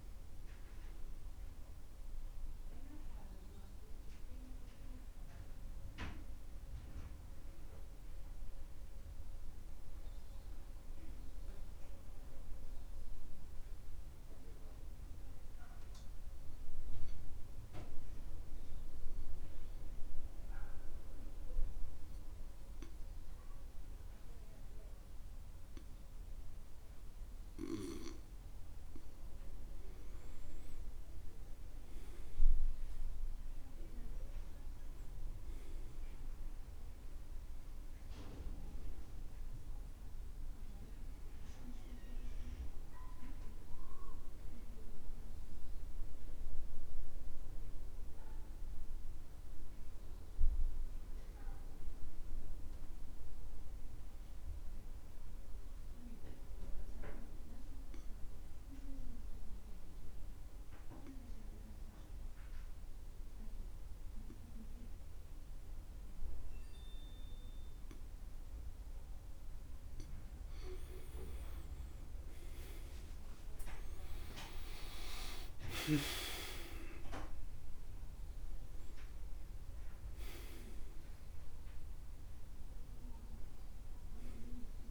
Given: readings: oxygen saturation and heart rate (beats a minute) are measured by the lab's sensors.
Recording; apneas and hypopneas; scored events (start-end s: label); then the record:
breathing in sleep by a room microphone; 2
0.00-24.00 s: oxygen desaturation (device-marked, oxygen 90% lowest, heart rate 65 extreme)
12.50-30.00 s: obstructive apnea (oxygen 95% before, 87% lowest, heart rate 72 before, 64 extreme, up 9 after)
32.00-35.50 s: arousal
34.00-44.00 s: oxygen desaturation (device-marked, oxygen 95% before, 91% lowest, heart rate 68 before, 64 extreme)
47.50-70.00 s: obstructive apnea (oxygen 95% before, 85% lowest, heart rate 72 before, 64 extreme, up 14 after)
51.00-61.00 s: oxygen desaturation (device-marked, oxygen 92% before, 87% lowest, heart rate 71 before, 65 extreme)
67.00-79.00 s: oxygen desaturation (device-marked, oxygen 97% before, 92% lowest, heart rate 65 before, 68 extreme)
71.50-77.00 s: arousal
From the record:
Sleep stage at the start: N2 (light sleep); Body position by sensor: on the back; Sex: male